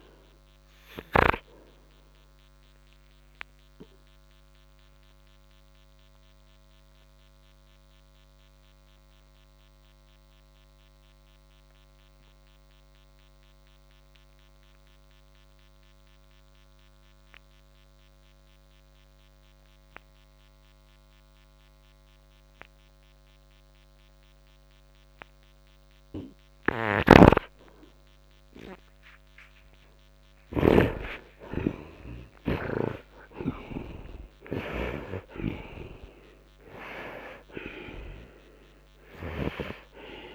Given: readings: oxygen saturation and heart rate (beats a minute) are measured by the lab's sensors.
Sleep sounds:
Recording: breathing in sleep by a microphone on the trachea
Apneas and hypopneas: 1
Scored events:
0.00-1.50 s: snoring (device-marked)
0.00-24.00 s: oxygen desaturation (device-marked, oxygen 67% lowest, heart rate 52 extreme)
3.00-26.00 s: obstructive apnea (oxygen 99% before, 67% lowest, heart rate 60 before, 52 extreme, up 0 after)
26.50-39.50 s: snoring (device-marked)
29.00-34.00 s: arousal
From the record:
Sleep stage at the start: N2 (light sleep)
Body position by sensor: on the right side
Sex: male

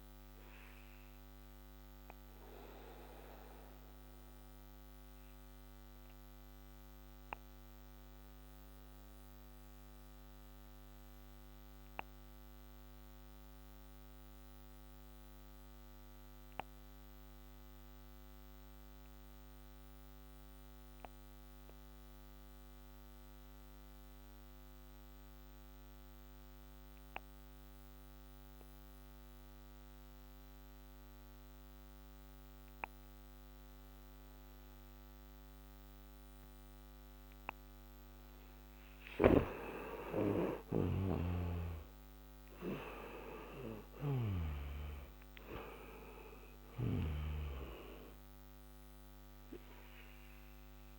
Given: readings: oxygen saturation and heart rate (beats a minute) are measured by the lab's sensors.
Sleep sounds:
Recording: breathing in sleep by a microphone on the trachea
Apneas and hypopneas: 1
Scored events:
0.00-21.00 s: oxygen desaturation (device-marked, oxygen 88% lowest, heart rate 55 extreme)
3.00-36.50 s: obstructive apnea (oxygen 98% before, 88% lowest, heart rate 78 before, 55 extreme, up 30 after)
40.00-45.50 s: arousal
46.00-50.99 s: oxygen desaturation (device-marked, oxygen 97% before, 89% lowest, heart rate 69 before, 54 extreme)
From the record:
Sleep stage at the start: N2 (light sleep)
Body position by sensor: on the back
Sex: male

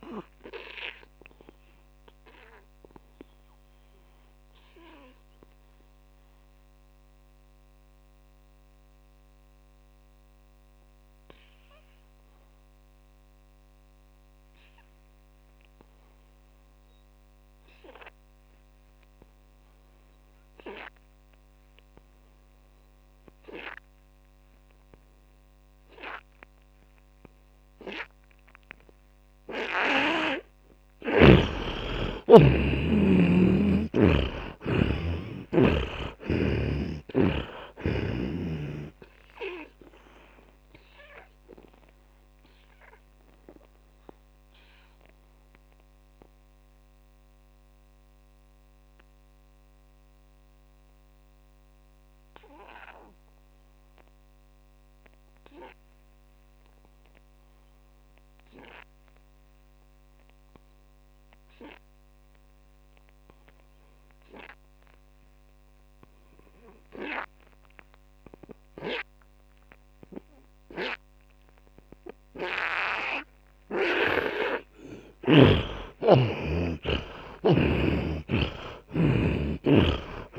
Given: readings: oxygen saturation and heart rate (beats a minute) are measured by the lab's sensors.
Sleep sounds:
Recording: breathing in sleep by a microphone on the trachea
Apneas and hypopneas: 2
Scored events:
0.00-21.50 s: oxygen desaturation (device-marked, oxygen 77% lowest, heart rate 39 extreme)
1.50-31.00 s: mixed apnea (oxygen 100% before, 77% lowest, heart rate 109 before, 55 extreme, up 25 after)
27.50-65.50 s: oxygen desaturation (device-marked, oxygen 99% before, 78% lowest, heart rate 57 before, 48 extreme)
33.00-37.50 s: arousal
42.00-74.50 s: mixed apnea (oxygen 99% before, 78% lowest, heart rate 63 before, 48 extreme, up 28 after)
71.50-80.39 s: oxygen desaturation (device-marked, oxygen 100% before, 78% lowest, heart rate 56 before, 54 extreme)
77.00-80.39 s: arousal
From the record:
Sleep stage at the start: N2 (light sleep)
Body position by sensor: on the back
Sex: male

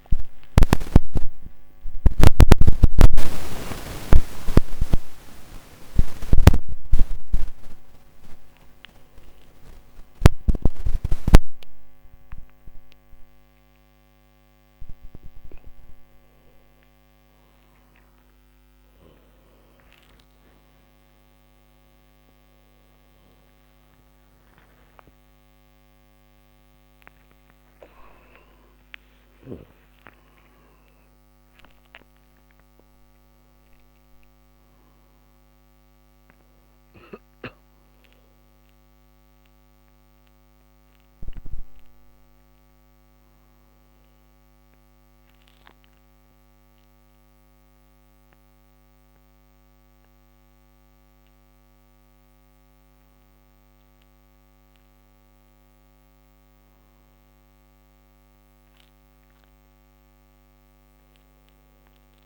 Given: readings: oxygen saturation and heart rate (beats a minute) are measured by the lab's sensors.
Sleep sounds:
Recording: breathing in sleep by a microphone on the trachea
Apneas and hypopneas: none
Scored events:
none scored
From the record:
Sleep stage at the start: N1 (lightest sleep)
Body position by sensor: on the back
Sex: male

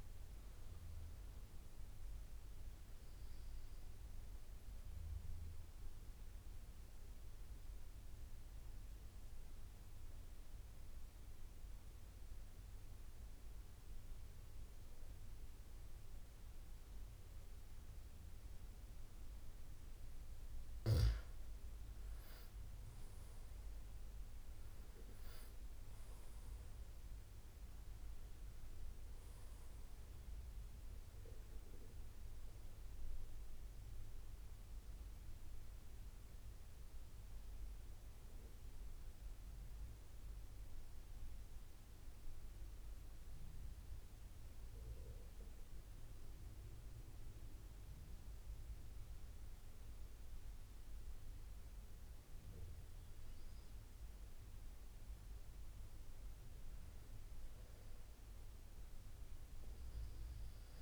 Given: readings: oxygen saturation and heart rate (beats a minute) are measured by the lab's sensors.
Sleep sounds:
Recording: breathing in sleep, hard to hear, by a room microphone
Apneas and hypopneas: 2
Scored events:
0.00-15.00 s: oxygen desaturation (device-marked, oxygen 93% lowest, heart rate 71 extreme)
2.50-19.50 s: obstructive apnea (oxygen 98% before, 87% lowest, heart rate 74 before, 70 extreme, up 6 after)
22.00-25.00 s: arousal
23.00-47.00 s: oxygen desaturation (device-marked, oxygen 94% before, 87% lowest, heart rate 80 before, 70 extreme)
36.00-49.00 s: central apnea (oxygen 94% before, 87% lowest, heart rate 83 before, 71 extreme, up 8 after)
52.00-56.00 s: arousal
59.00-60.81 s: oxygen desaturation (device-marked, oxygen 97% before, 92% lowest, heart rate 75 before, 75 extreme)
From the record:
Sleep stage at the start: N2 (light sleep)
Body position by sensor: on the back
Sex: male

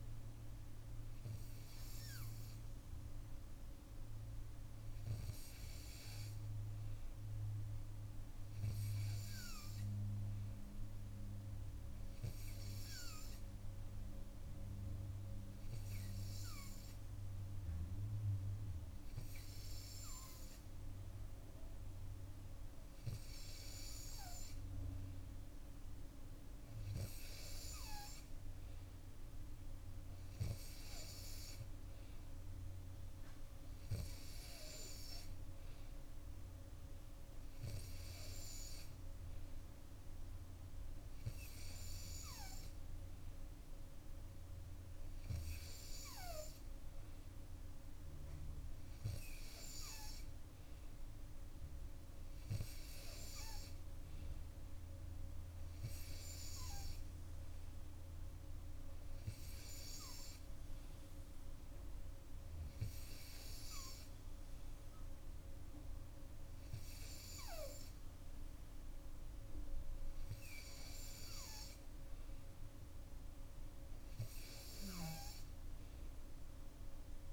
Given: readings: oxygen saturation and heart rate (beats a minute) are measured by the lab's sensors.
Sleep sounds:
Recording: breathing in sleep, hard to hear, by a room microphone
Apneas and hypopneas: none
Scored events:
28.00-32.00 s: arousal
From the record:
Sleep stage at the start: N2 (light sleep)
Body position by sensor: on the back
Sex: female

